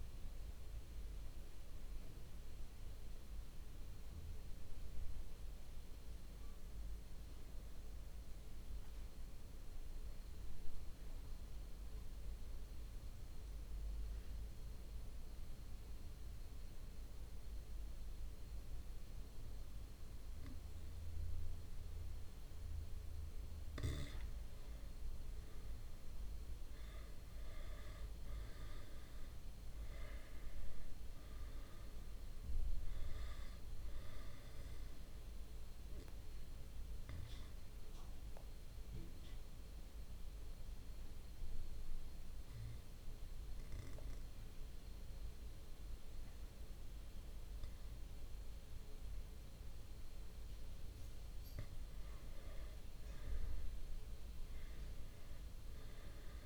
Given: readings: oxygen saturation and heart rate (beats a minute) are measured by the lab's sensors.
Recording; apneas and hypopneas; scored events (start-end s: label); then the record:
breathing in sleep, hard to hear, by a room microphone; 2
10.00-23.50 s: obstructive apnea (oxygen 99% before, 94% lowest)
25.50-29.50 s: arousal
30.00-56.46 s: oxygen desaturation (device-marked, oxygen 99% before, 94% lowest)
36.00-51.00 s: central apnea (oxygen 99% before, 94% lowest)
53.00-56.46 s: arousal
From the record:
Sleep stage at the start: N2 (light sleep); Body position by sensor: on the back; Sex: male